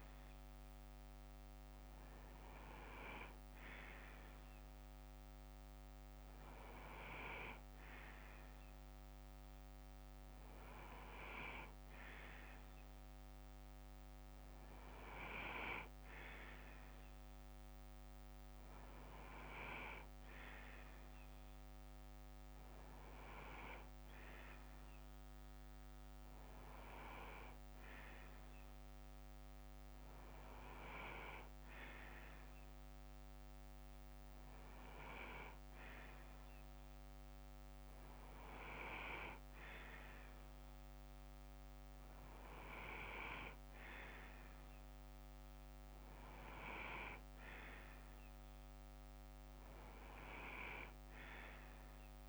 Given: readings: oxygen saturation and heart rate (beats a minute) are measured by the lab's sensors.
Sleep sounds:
breathing in sleep by a microphone on the trachea; none
3.00-12.00 s: bradycardia (device-marked, heart rate 61 before, 58 extreme)
22.00-35.00 s: bradycardia (device-marked, heart rate 61 before, 57 extreme)
From the record:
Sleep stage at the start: N2 (light sleep); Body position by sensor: on the left side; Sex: male

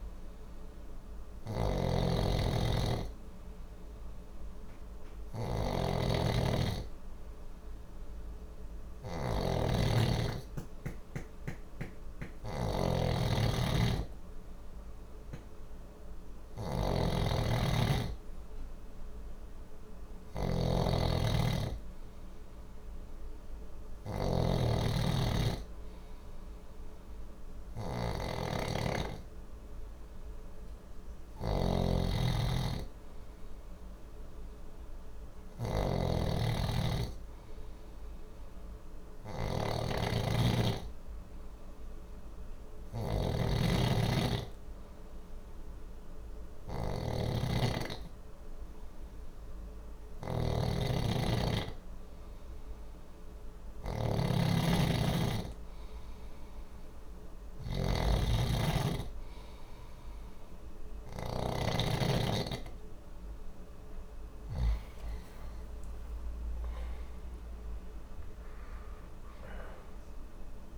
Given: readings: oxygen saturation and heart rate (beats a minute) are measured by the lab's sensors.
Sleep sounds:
breathing in sleep by a room microphone; none
0.00-61.00 s: snoring (device-marked)
64.00-69.00 s: arousal
From the record:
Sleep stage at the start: N2 (light sleep); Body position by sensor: on the left side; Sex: male

